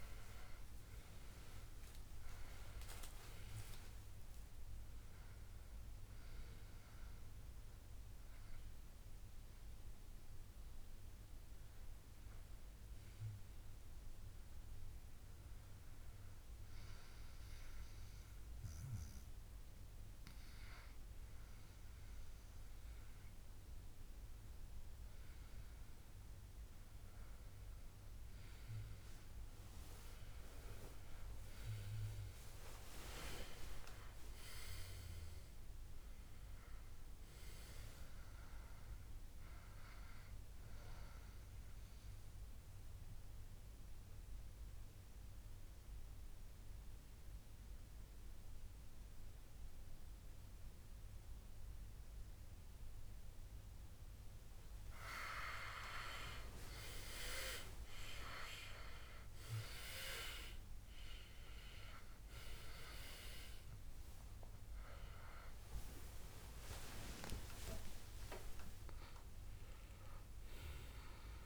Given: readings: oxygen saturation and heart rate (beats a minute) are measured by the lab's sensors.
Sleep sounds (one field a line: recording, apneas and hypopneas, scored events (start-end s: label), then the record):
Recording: breathing in sleep by a room microphone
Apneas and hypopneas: 2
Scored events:
0.00-1.00 s: long interval between heartbeats (device-marked, heart rate 98 extreme)
2.50-8.00 s: arousal
11.00-26.00 s: hypopnea (oxygen 99% before, 94% lowest, heart rate 85 before, 64 extreme, up 8 after)
15.50-17.50 s: long interval between heartbeats (device-marked, heart rate 83 before, 71 extreme)
33.00-38.50 s: arousal
41.50-54.00 s: obstructive apnea (oxygen 97% before, 94% lowest, heart rate 72 before, 64 extreme, up 16 after)
55.00-59.00 s: arousal
From the record:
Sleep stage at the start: N2 (light sleep)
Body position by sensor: on the back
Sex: male